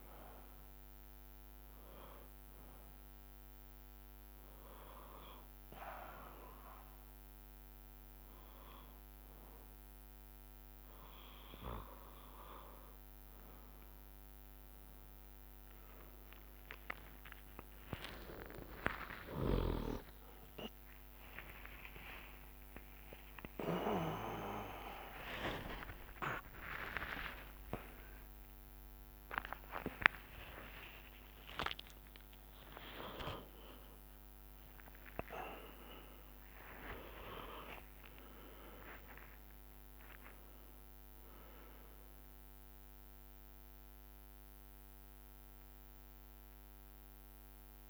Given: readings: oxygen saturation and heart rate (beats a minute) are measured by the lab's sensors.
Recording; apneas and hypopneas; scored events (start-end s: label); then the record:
a person awake in a sleep study, by a microphone on the trachea; 1
0.00-4.50 s: drop in pulse transit time (device-marked, heart rate 63 extreme)
3.50-14.00 s: hypopnea (oxygen 95% before, 93% lowest, heart rate 63 before, 60 extreme)
9.50-47.90 s: new sleep stage, awake
12.50-21.50 s: drop in pulse transit time (device-marked, heart rate 64 before, 75 extreme)
13.00-15.00 s: long interval between heartbeats (device-marked, heart rate 64 before, 75 extreme)
14.50-37.50 s: tachycardia (device-marked, heart rate 63 before, 168 extreme)
19.00-21.00 s: long interval between heartbeats (device-marked, heart rate 71 before, 117 extreme)
23.50-25.50 s: long interval between heartbeats (device-marked, heart rate 85 before, 132 extreme)
25.50-30.50 s: drop in pulse transit time (device-marked, heart rate 93 before, 147 extreme)
27.50-29.50 s: long interval between heartbeats (device-marked, heart rate 102 before, 153 extreme)
29.50-31.50 s: long interval between heartbeats (device-marked, heart rate 112 before, 147 extreme)
35.50-37.50 s: long interval between heartbeats (device-marked, heart rate 131 before, 114 extreme)
From the record:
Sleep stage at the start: N2 (light sleep); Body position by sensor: on the back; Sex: male